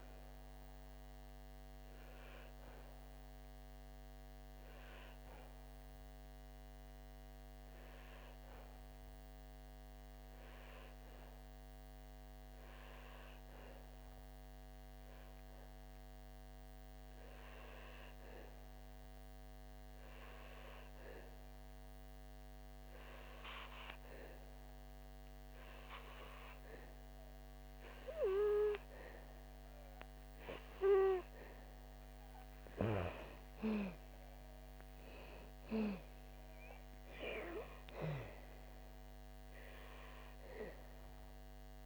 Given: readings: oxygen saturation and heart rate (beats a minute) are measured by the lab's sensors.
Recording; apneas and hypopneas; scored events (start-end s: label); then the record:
breathing in sleep by a microphone on the trachea; 1
1.50-21.50 s: oxygen desaturation (device-marked, oxygen 96% before, 89% lowest, heart rate 68 before, 58 extreme)
5.00-32.50 s: obstructive apnea (oxygen 98% before, 89% lowest, heart rate 68 before, 58 extreme, up 9 after)
34.00-37.50 s: arousal
From the record:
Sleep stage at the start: N2 (light sleep); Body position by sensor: on the back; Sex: female